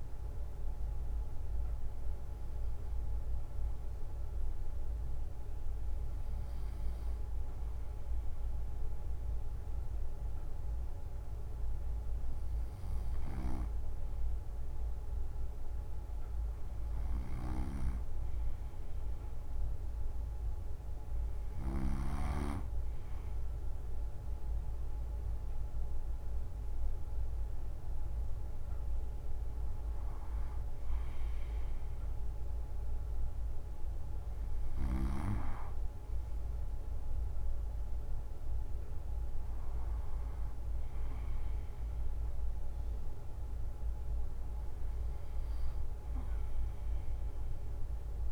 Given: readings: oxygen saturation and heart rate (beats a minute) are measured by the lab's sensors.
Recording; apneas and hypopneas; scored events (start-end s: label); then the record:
breathing in sleep by a room microphone; none
12.50-21.50 s: snoring (device-marked)
From the record:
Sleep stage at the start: N2 (light sleep); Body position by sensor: on the right side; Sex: male